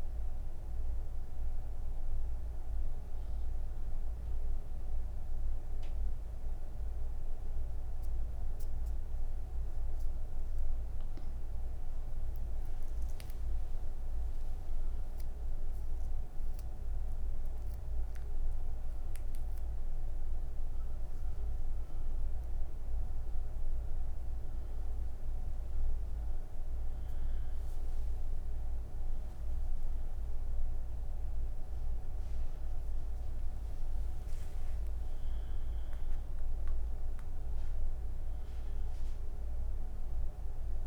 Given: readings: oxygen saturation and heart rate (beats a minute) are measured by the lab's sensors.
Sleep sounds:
breathing in sleep, hard to hear, by a room microphone; 1
0.50-10.50 s: obstructive apnea (oxygen 98% before, 94% lowest)
From the record:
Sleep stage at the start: N1 (lightest sleep); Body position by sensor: on the right side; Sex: female

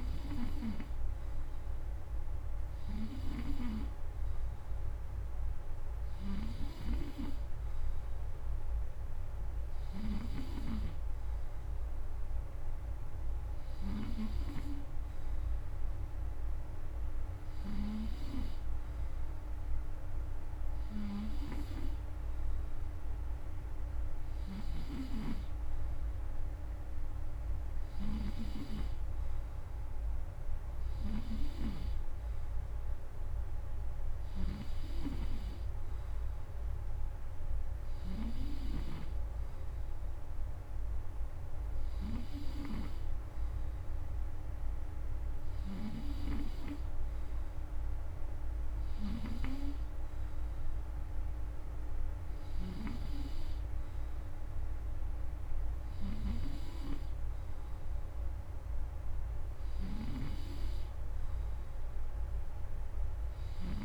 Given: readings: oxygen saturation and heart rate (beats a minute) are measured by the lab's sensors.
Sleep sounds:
breathing in sleep by a room microphone; none
6.00-10.50 s: snoring (device-marked)
24.00-34.00 s: snoring (device-marked)
From the record:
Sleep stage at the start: N2 (light sleep); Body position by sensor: on the front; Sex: male

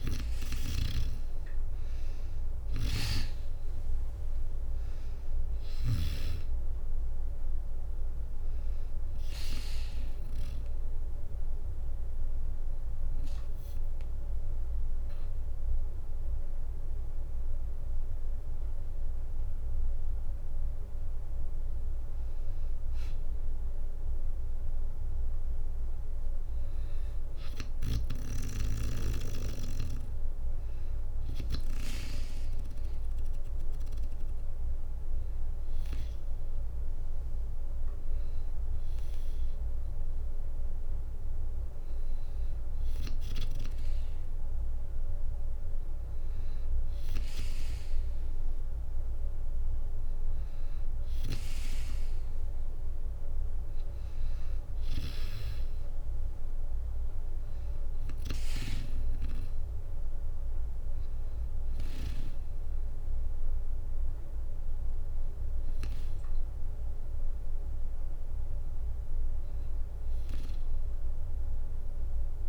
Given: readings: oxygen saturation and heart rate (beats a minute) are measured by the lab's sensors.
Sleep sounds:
breathing in sleep by a room microphone; 1
0.00-12.50 s: oxygen desaturation (device-marked, oxygen 93% lowest, heart rate 58 extreme)
2.00-5.50 s: snoring (device-marked)
2.50-24.50 s: drop in pulse transit time (device-marked, heart rate 64 before, 58 extreme)
10.00-20.50 s: hypopnea (oxygen 96% before, 93% lowest, heart rate 66 before, 58 extreme, up 0 after)
18.50-25.50 s: bradycardia (device-marked, heart rate 64 before, 58 extreme)
24.50-28.50 s: arousal
55.50-68.50 s: drop in pulse transit time (device-marked, heart rate 61 before, 60 extreme)
65.50-70.50 s: bradycardia (device-marked, heart rate 64 before, 59 extreme)
From the record:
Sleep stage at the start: N2 (light sleep); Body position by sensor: on the back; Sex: female

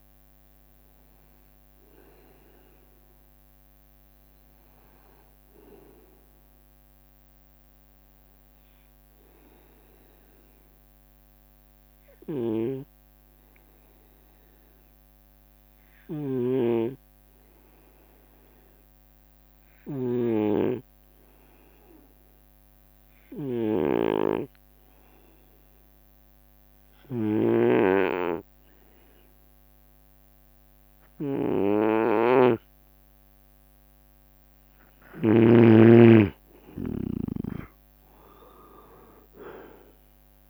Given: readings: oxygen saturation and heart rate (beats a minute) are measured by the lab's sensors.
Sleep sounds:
breathing in sleep by a microphone on the trachea; 1
0.00-2.00 s: leg movement (device-marked)
0.00-4.00 s: oxygen desaturation (device-marked, oxygen 90% lowest)
2.00-40.50 s: bradycardia (device-marked)
7.00-13.00 s: drop in pulse transit time (device-marked)
9.00-11.00 s: long interval between heartbeats (device-marked)
9.00-33.50 s: obstructive apnea (oxygen 97% before, 90% lowest)
13.00-36.00 s: snoring (device-marked)
23.50-24.50 s: leg movement (device-marked)
23.50-25.50 s: long interval between heartbeats (device-marked)
26.00-40.50 s: oxygen desaturation (device-marked, oxygen 97% before, 90% lowest)
28.00-37.00 s: drop in pulse transit time (device-marked)
31.00-40.50 s: leg movement (device-marked)
36.50-40.50 s: arousal
From the record:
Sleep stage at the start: N2 (light sleep); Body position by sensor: on the right side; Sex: male

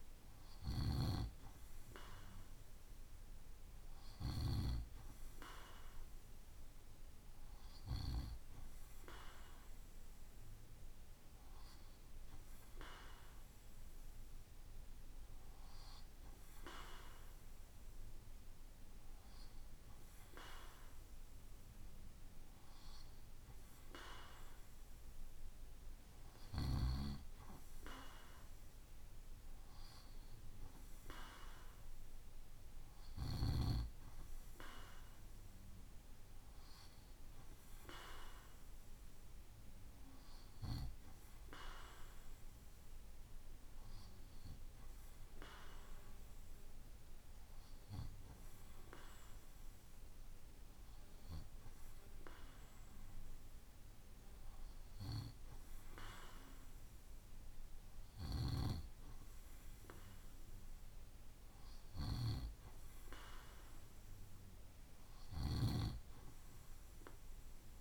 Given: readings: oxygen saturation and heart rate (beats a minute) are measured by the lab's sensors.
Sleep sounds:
breathing in sleep by a room microphone; none
64.50-67.81 s: snoring (device-marked)
From the record:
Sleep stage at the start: N2 (light sleep); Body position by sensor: on the right side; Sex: male

